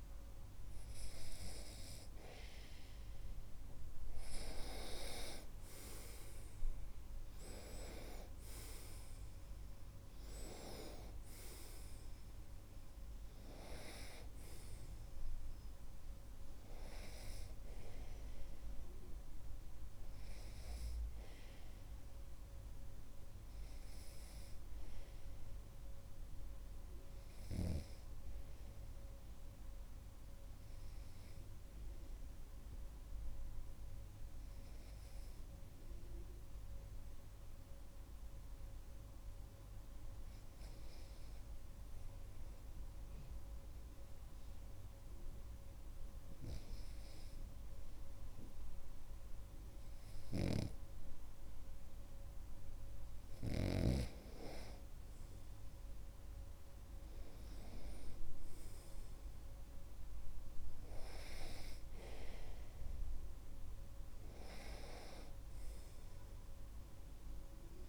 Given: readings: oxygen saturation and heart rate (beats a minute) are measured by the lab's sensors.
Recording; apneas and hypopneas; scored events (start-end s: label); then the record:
breathing in sleep by a room microphone; 1
0.00-2.00 s: arousal
4.00-36.00 s: oxygen desaturation (device-marked, oxygen 98% before, 93% lowest)
30.50-52.50 s: hypopnea (oxygen 98% before, 93% lowest)
50.50-54.00 s: snoring (device-marked)
55.00-59.00 s: arousal
From the record:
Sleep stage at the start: REM sleep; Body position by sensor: on the right side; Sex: male